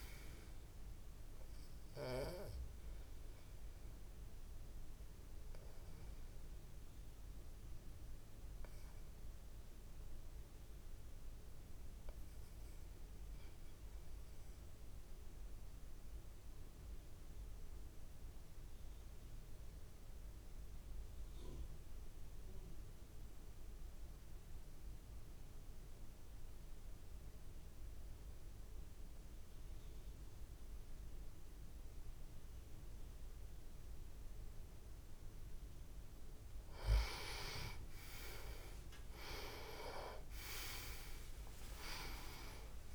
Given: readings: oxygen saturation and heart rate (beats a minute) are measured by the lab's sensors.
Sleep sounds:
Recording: breathing in sleep by a room microphone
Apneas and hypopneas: 1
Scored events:
0.00-16.50 s: oxygen desaturation (device-marked, oxygen 90% lowest)
2.50-36.00 s: obstructive apnea (oxygen 98% before, 89% lowest)
35.50-42.95 s: oxygen desaturation (device-marked, oxygen 97% before, 89% lowest)
38.00-42.00 s: arousal
From the record:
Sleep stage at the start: N2 (light sleep)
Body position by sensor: on the back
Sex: male

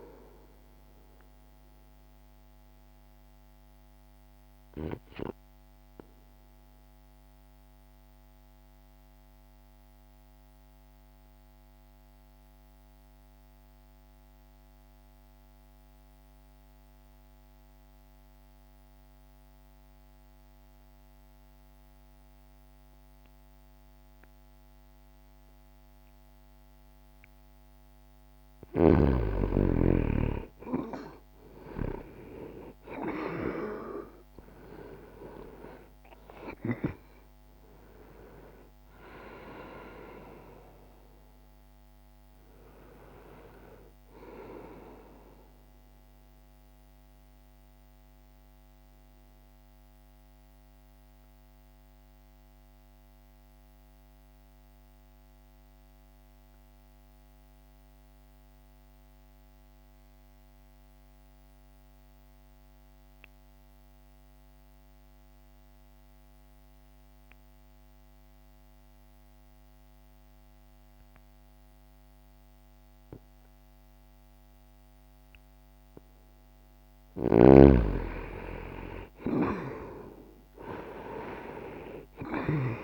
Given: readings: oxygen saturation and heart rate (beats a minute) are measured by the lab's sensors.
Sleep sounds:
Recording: breathing in sleep by a microphone on the trachea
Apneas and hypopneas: 2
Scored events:
0.00-22.50 s: oxygen desaturation (device-marked, oxygen 84% lowest, heart rate 60 extreme)
1.00-28.50 s: obstructive apnea (oxygen 99% before, 84% lowest, heart rate 60 before, 59 extreme, up 2 after)
30.00-34.50 s: arousal
46.50-76.50 s: obstructive apnea (oxygen 98% before, 84% lowest, heart rate 61 before, 59 extreme, up 2 after)
56.50-67.50 s: oxygen desaturation (device-marked, oxygen 92% before, 87% lowest, heart rate 60 before, 60 extreme)
76.50-82.84 s: snoring (device-marked)
78.00-82.00 s: arousal
78.50-82.84 s: oxygen desaturation (device-marked, oxygen 98% before, 84% lowest, heart rate 61 before, 59 extreme)
From the record:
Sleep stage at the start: N2 (light sleep)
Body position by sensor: on the back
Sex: male

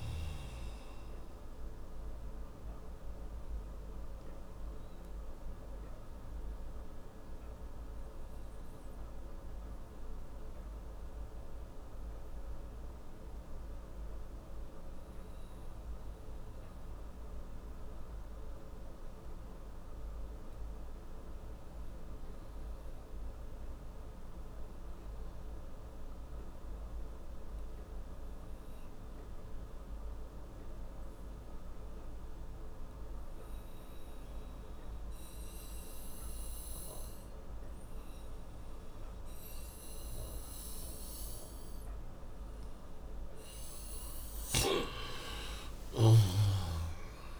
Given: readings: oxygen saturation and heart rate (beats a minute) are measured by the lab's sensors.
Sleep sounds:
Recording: breathing in sleep, hard to hear, by a room microphone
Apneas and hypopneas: 1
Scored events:
0.00-18.00 s: oxygen desaturation (device-marked, oxygen 90% lowest, heart rate 57 extreme)
2.00-43.00 s: mixed apnea (oxygen 98% before, 89% lowest, heart rate 102 before, 56 extreme, up 57 after)
44.00-47.40 s: snoring (device-marked)
44.50-47.40 s: arousal
From the record:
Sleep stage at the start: N2 (light sleep)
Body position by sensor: on the right side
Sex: male

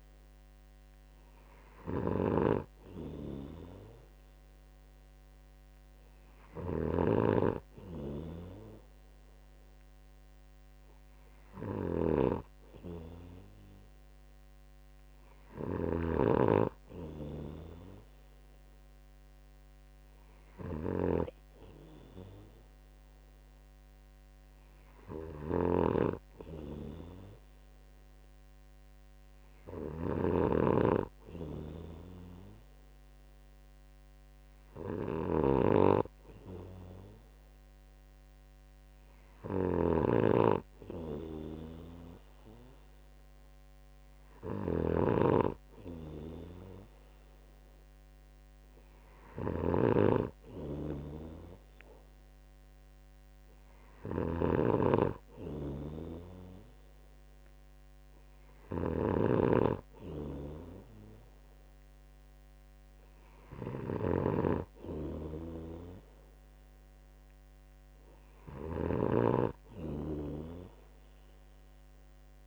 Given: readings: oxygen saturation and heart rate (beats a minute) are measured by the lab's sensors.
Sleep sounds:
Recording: breathing in sleep by a microphone on the trachea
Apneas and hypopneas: none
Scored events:
0.00-72.47 s: snoring (device-marked)
From the record:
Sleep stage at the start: N2 (light sleep)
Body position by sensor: on the right side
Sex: male

